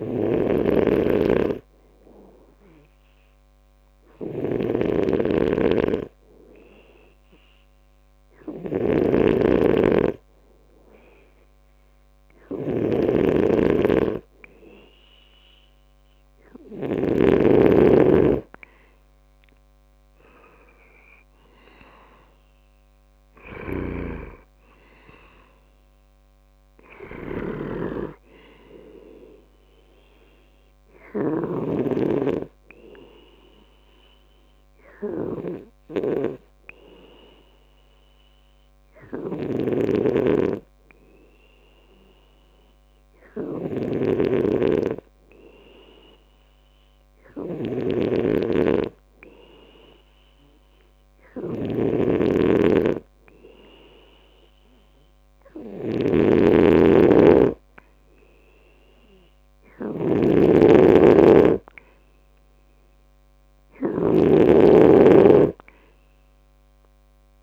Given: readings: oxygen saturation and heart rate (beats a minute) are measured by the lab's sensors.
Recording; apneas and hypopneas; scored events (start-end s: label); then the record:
breathing in sleep by a microphone on the trachea; 1
0.00-17.00 s: snoring (device-marked)
19.00-23.50 s: arousal
23.50-31.50 s: snoring (device-marked)
34.00-51.00 s: hypopnea (oxygen 95% before, 93% lowest, heart rate 69 before, 66 extreme, up 1 after)
39.00-67.43 s: snoring (device-marked)
53.00-56.50 s: arousal
From the record:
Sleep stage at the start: N2 (light sleep); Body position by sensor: on the back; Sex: male